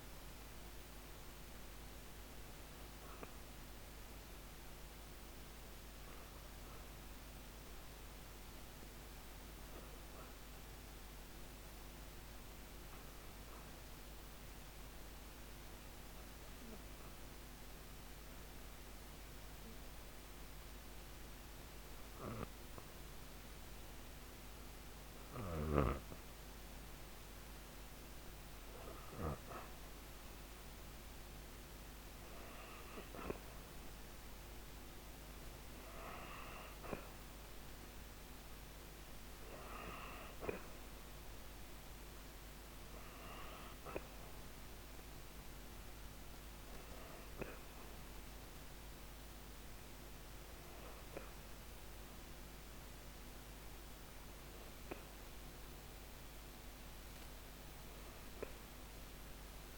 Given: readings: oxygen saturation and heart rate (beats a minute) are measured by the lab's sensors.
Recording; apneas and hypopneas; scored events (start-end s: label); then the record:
breathing in sleep by a microphone on the trachea; 1
11.50-26.50 s: obstructive apnea (oxygen 94% before, 93% lowest, heart rate 139 before, 125 extreme, up 34 after)
29.00-31.50 s: arousal
From the record:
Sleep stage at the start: N2 (light sleep); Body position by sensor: on the back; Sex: female